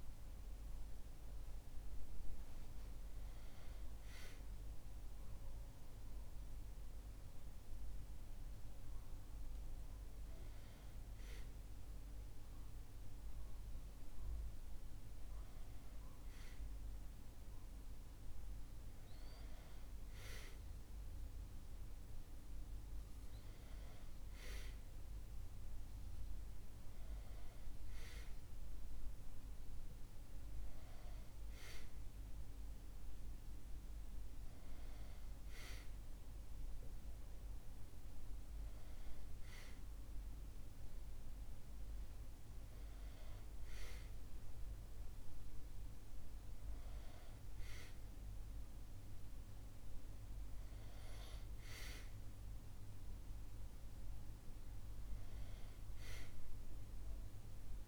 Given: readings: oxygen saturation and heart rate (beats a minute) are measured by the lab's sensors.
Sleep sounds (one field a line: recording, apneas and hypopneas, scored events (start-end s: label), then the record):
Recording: breathing in sleep, hard to hear, by a room microphone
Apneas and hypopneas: none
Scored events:
none scored
From the record:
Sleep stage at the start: N2 (light sleep)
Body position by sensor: on the back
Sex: male